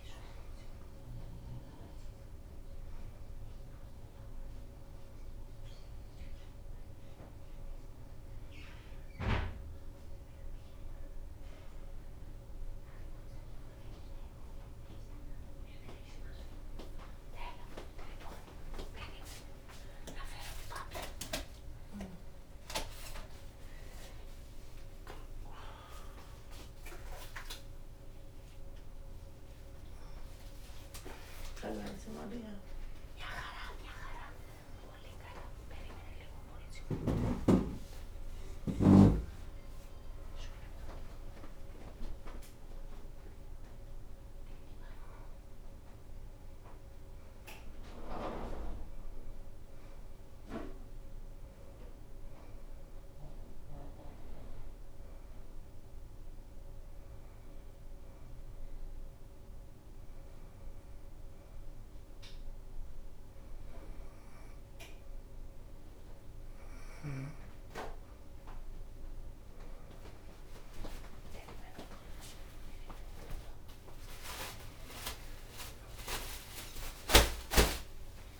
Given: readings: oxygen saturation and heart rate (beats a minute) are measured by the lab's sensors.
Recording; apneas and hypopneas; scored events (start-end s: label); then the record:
a person awake in a sleep study, by a room microphone; none
68.50-78.40 s: oxygen desaturation (device-marked, oxygen 93% before, 90% lowest, heart rate 95 before, 91 extreme)
From the record:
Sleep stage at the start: awake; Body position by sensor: on the back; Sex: female